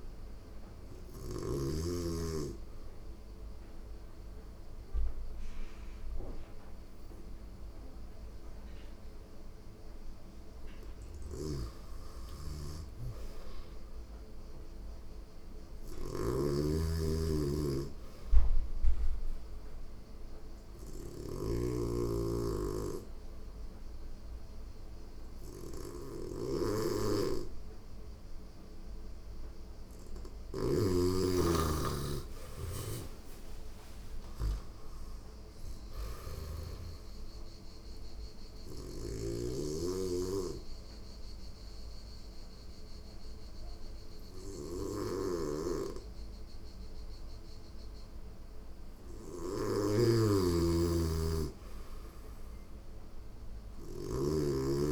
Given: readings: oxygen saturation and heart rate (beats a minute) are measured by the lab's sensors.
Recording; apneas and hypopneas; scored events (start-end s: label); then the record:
breathing in sleep by a room microphone; 2
10.50-30.00 s: snoring (device-marked)
13.00-16.50 s: arousal
19.00-29.50 s: hypopnea (oxygen 93% before, 91% lowest, heart rate 92 before, 88 extreme, up 3 after)
31.50-35.00 s: arousal
32.00-54.92 s: snoring (device-marked)
40.00-50.00 s: obstructive apnea (oxygen 96% before, 91% lowest, heart rate 90 before, 88 extreme, up 1 after)
47.00-54.92 s: oxygen desaturation (device-marked, oxygen 95% before, 91% lowest, heart rate 90 before, 88 extreme)
51.00-54.00 s: arousal
From the record:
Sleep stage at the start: N2 (light sleep); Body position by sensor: on the back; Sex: female